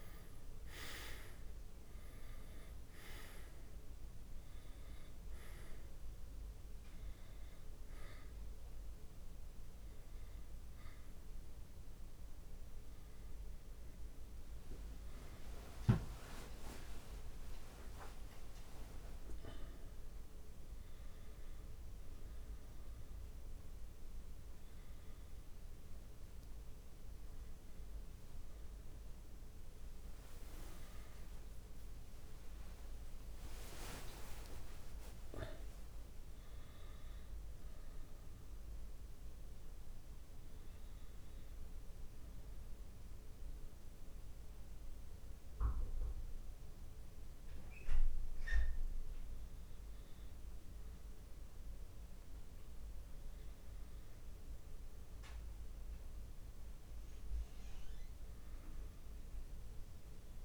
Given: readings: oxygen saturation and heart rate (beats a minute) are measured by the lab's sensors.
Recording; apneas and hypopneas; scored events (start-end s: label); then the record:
breathing in sleep by a room microphone; 1
0.00-28.00 s: oxygen desaturation (device-marked, oxygen 88% lowest)
32.00-36.00 s: arousal
41.50-54.50 s: obstructive apnea (oxygen 100% before, 94% lowest)
58.50-60.45 s: arousal
From the record:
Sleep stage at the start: N2 (light sleep); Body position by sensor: on the back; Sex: male